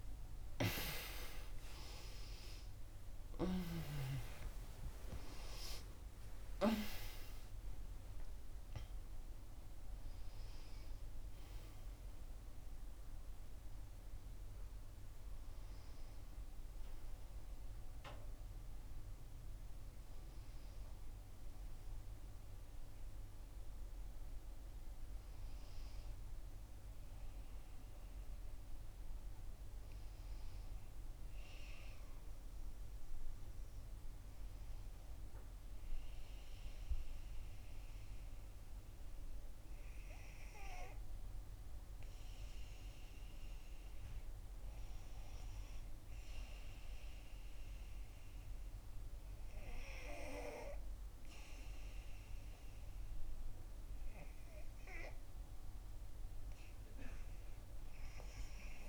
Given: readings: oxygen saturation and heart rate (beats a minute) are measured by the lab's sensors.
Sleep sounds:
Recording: breathing in sleep by a room microphone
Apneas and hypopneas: none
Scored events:
0.00-2.50 s: arousal
0.00-21.50 s: oxygen desaturation (device-marked, oxygen 62% lowest, heart rate 62 extreme)
5.00-7.00 s: long interval between heartbeats (device-marked, heart rate 76 before, 94 extreme)
8.50-58.88 s: new sleep stage, N2 (light sleep)
16.00-18.00 s: long interval between heartbeats (device-marked, heart rate 85 before, 78 extreme)
From the record:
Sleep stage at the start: REM sleep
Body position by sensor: on the back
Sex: female

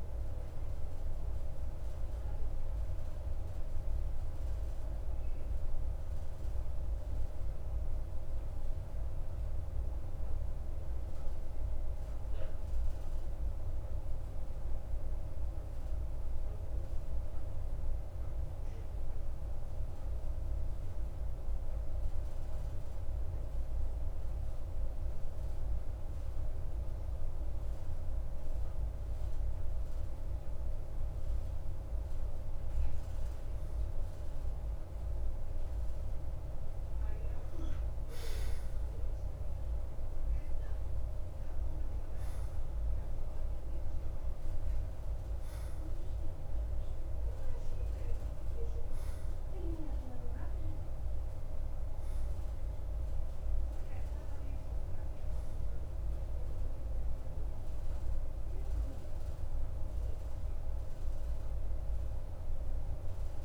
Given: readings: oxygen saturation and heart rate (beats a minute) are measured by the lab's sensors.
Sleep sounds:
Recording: breathing in sleep, hard to hear, by a room microphone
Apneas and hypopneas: 1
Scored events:
1.50-28.50 s: obstructive apnea (oxygen 94% before, 92% lowest, heart rate 55 before, 52 extreme, up 1 after)
30.50-35.50 s: arousal
61.00-63.45 s: arousal
From the record:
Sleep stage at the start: N2 (light sleep)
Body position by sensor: on the right side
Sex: male

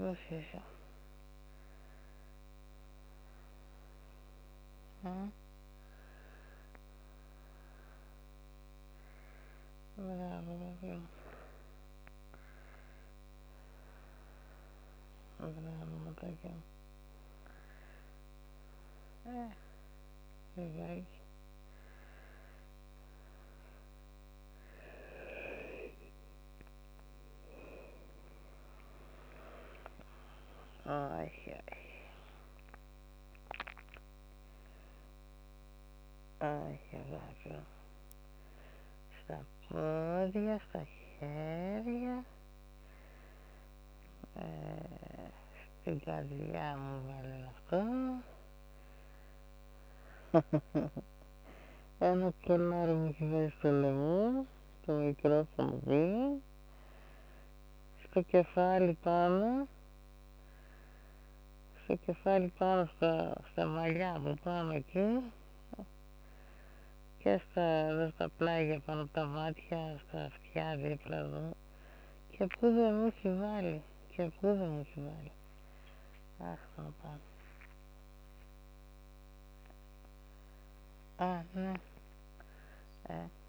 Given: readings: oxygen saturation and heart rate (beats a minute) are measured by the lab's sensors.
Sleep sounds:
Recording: breathing in sleep by a microphone on the trachea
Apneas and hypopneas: none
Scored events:
10.00-15.50 s: snoring (device-marked)
39.50-50.50 s: snoring (device-marked)
57.50-62.00 s: snoring (device-marked)
64.00-67.50 s: snoring (device-marked)
69.50-73.50 s: snoring (device-marked)
78.00-82.00 s: arousal
From the record:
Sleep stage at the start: N2 (light sleep)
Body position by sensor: on the back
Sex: female

